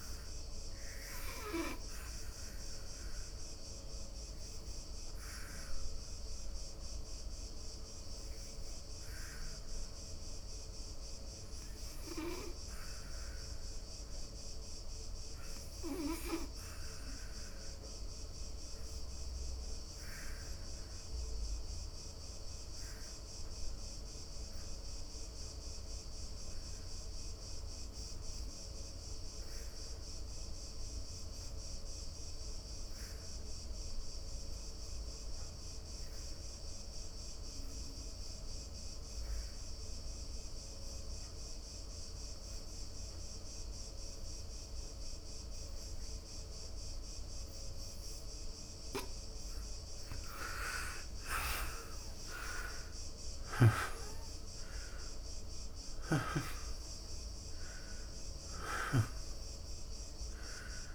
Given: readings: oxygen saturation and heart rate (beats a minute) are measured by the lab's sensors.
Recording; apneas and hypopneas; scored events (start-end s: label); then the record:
breathing in sleep by a room microphone; 1
0.00-23.00 s: oxygen desaturation (device-marked, oxygen 93% before, 79% lowest, heart rate 70 before, 59 extreme)
1.00-48.50 s: obstructive apnea (oxygen 93% before, 67% lowest, heart rate 71 before, 59 extreme, up 26 after)
36.00-60.94 s: oxygen desaturation (device-marked, oxygen 97% before, 67% lowest, heart rate 64 before, 59 extreme)
51.00-56.00 s: arousal
From the record:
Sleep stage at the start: N2 (light sleep); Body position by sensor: on the back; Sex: male